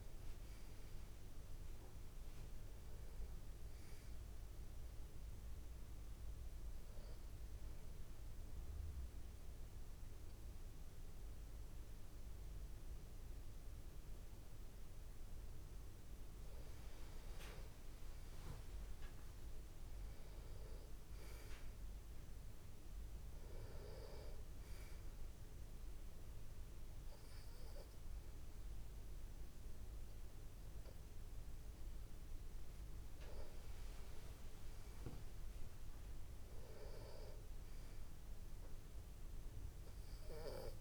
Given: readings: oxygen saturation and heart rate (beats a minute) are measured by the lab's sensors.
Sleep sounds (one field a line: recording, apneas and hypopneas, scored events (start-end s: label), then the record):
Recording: breathing in sleep by a room microphone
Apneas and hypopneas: 2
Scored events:
7.50-17.50 s: obstructive apnea (oxygen 95% before, 92% lowest)
19.00-22.00 s: arousal
24.50-34.50 s: obstructive apnea (oxygen 95% before, 92% lowest)
26.00-40.00 s: oxygen desaturation (device-marked, oxygen 95% before, 92% lowest)
35.00-38.50 s: arousal
From the record:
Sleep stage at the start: N2 (light sleep)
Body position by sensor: on the back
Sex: male